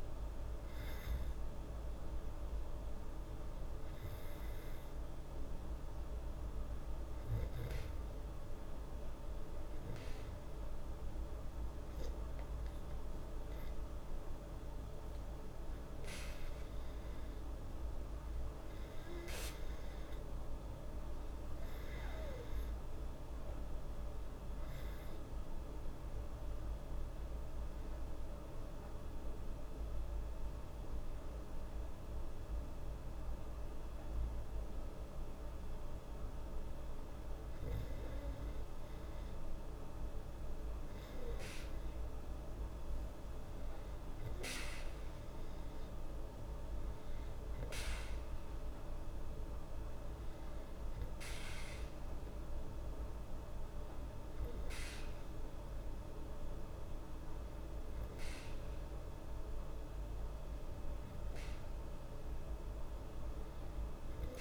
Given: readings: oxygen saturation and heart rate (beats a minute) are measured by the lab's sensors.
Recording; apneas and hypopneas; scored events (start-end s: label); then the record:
breathing in sleep, hard to hear, by a room microphone; none
none scored
From the record:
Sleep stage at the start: N2 (light sleep); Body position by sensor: on the back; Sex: female